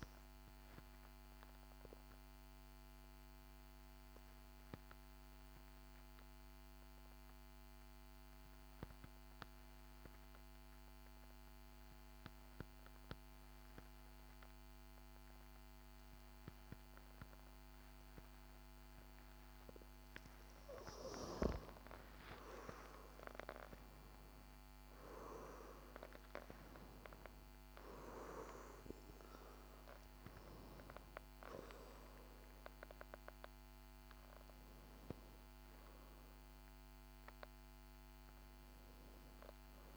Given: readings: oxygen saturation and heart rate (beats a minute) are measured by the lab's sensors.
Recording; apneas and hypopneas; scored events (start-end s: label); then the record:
breathing in sleep by a microphone on the trachea; 1
2.50-20.50 s: obstructive apnea (oxygen 97% before, 91% lowest, heart rate 62 before, 54 extreme, up 10 after)
8.00-26.00 s: oxygen desaturation (device-marked, oxygen 96% before, 92% lowest, heart rate 62 before, 54 extreme)
22.50-27.00 s: arousal
From the record:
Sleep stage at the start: N2 (light sleep); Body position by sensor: on the back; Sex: female